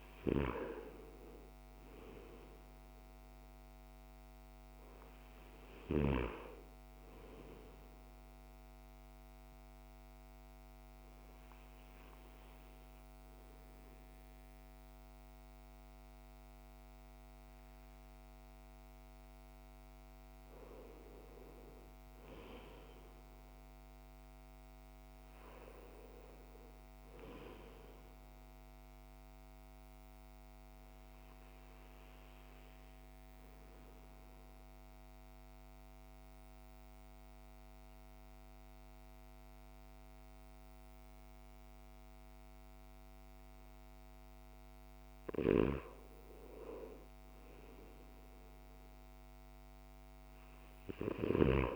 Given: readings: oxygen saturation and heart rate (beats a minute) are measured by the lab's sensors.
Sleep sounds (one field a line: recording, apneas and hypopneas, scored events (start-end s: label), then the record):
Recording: breathing in sleep by a microphone on the trachea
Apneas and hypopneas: 2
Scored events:
0.00-1.50 s: arousal
2.00-13.00 s: oxygen desaturation (device-marked, oxygen 97% before, 94% lowest, heart rate 56 before, 54 extreme)
7.00-19.50 s: obstructive apnea (oxygen 97% before, 93% lowest, heart rate 57 before, 54 extreme, up 8 after)
21.50-25.00 s: arousal
28.50-44.00 s: obstructive apnea (oxygen 97% before, 93% lowest, heart rate 57 before, 53 extreme, up 4 after)
46.50-50.00 s: arousal
From the record:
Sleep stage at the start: N2 (light sleep)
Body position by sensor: on the back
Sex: male